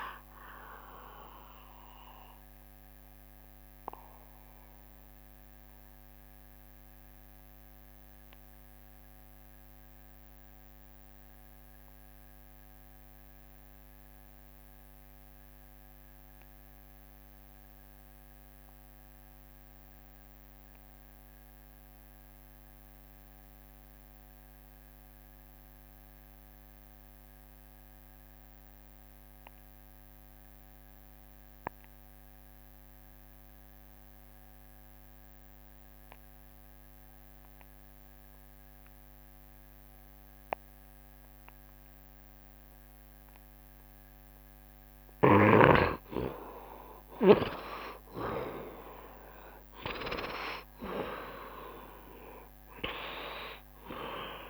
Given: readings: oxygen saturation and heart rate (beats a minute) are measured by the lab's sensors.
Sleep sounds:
breathing in sleep by a microphone on the trachea; 1
0.00-12.50 s: oxygen desaturation (device-marked, oxygen 86% lowest, heart rate 68 extreme)
1.00-43.50 s: obstructive apnea (oxygen 96% before, 80% lowest, heart rate 71 before, 68 extreme, up 3 after)
27.50-54.50 s: oxygen desaturation (device-marked, oxygen 94% before, 80% lowest, heart rate 69 before, 70 extreme)
From the record:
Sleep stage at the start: N2 (light sleep); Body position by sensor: on the right side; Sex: male

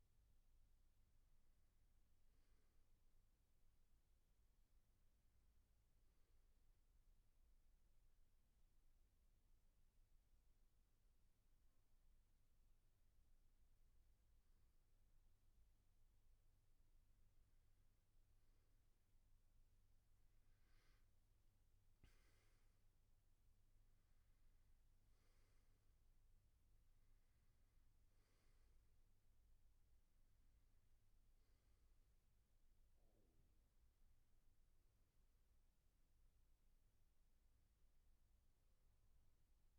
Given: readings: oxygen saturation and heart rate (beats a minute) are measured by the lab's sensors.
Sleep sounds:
breathing in sleep, hard to hear, by a room microphone; 1
6.00-17.00 s: hypopnea (oxygen 96% before, 92% lowest, heart rate 69 before, 68 extreme, up 8 after)
17.50-22.00 s: arousal
22.50-36.50 s: oxygen desaturation (device-marked, oxygen 97% before, 93% lowest, heart rate 70 before, 72 extreme)
From the record:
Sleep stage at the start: N1 (lightest sleep); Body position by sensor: on the back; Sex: male

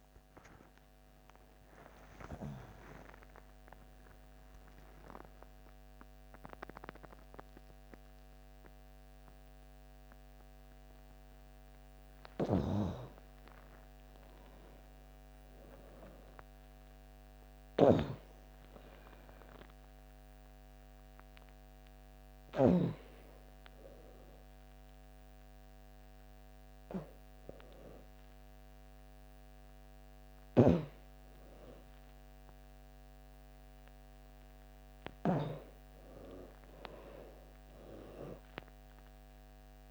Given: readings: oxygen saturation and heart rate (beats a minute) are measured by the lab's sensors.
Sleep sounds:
a person awake in a sleep study, by a microphone on the trachea; none
33.50-39.91 s: oxygen desaturation (device-marked, oxygen 99% before, 95% lowest, heart rate 80 before, 81 extreme)
From the record:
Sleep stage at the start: awake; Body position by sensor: upright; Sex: female

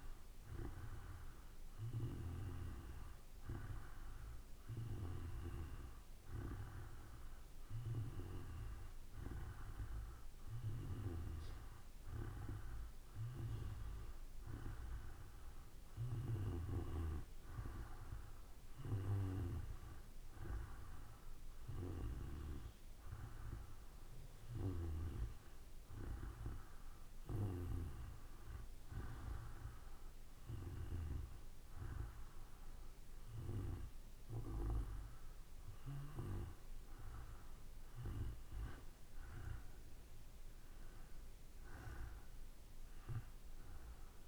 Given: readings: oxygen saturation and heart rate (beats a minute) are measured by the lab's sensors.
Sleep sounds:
breathing in sleep by a room microphone; none
none scored
From the record:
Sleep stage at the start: N2 (light sleep); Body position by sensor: on the back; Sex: male

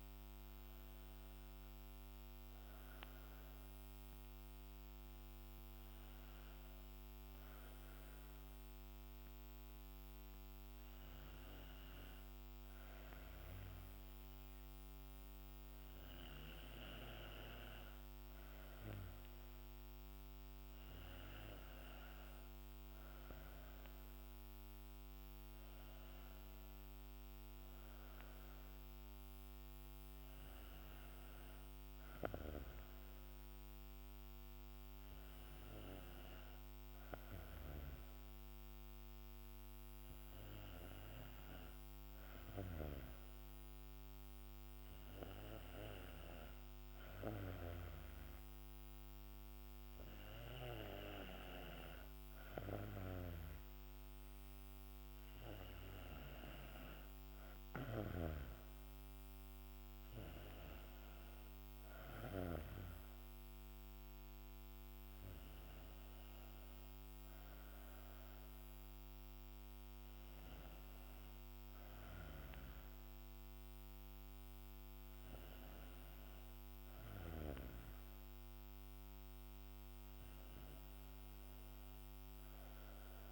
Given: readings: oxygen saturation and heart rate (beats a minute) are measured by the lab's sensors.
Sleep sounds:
breathing in sleep by a microphone on the trachea; 1
7.00-18.00 s: obstructive apnea (oxygen 94% before, 91% lowest, heart rate 64 before, 60 extreme, up 5 after)
23.50-27.00 s: arousal
57.50-62.50 s: snoring (device-marked)
From the record:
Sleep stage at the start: N2 (light sleep); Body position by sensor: on the back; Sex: female

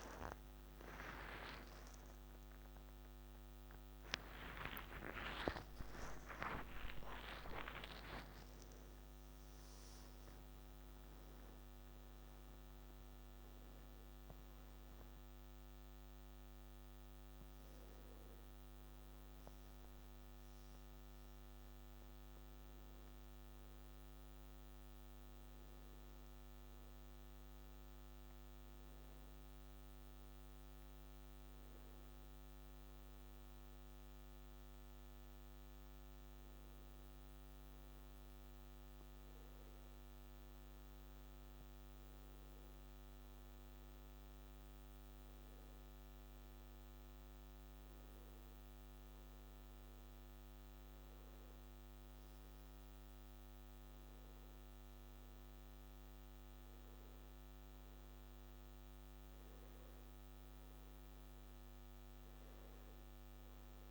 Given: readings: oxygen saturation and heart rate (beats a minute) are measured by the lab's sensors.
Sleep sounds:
a person partly awake in a sleep study, by a microphone on the trachea; none
28.50-58.50 s: new sleep stage, N1 (lightest sleep)
58.50-63.91 s: new sleep stage, N2 (light sleep)
From the record:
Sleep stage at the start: awake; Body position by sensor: on the back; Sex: male

